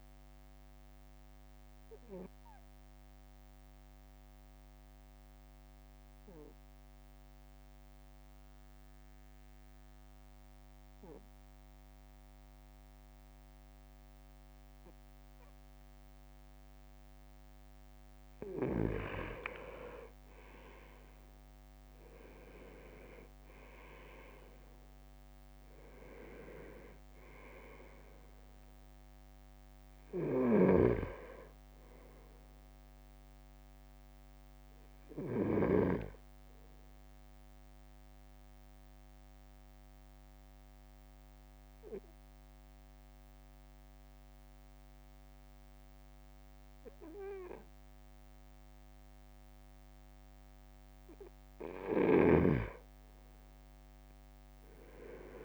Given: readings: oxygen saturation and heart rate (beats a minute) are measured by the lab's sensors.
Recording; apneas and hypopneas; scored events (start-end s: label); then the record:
breathing in sleep by a microphone on the trachea; 2
0.00-2.50 s: drop in pulse transit time (device-marked, heart rate 50 extreme)
1.00-18.00 s: obstructive apnea (oxygen 99% before, 96% lowest, heart rate 57 before, 52 extreme, up 4 after)
19.50-21.50 s: leg movement (device-marked)
21.50-25.00 s: arousal
21.50-34.50 s: drop in pulse transit time (device-marked, heart rate 54 before, 54 extreme)
38.00-51.00 s: obstructive apnea (oxygen 98% before, 96% lowest, heart rate 56 before, 51 extreme, up 6 after)
53.00-54.00 s: leg movement (device-marked)
From the record:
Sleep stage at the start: N2 (light sleep); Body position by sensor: on the right side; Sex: male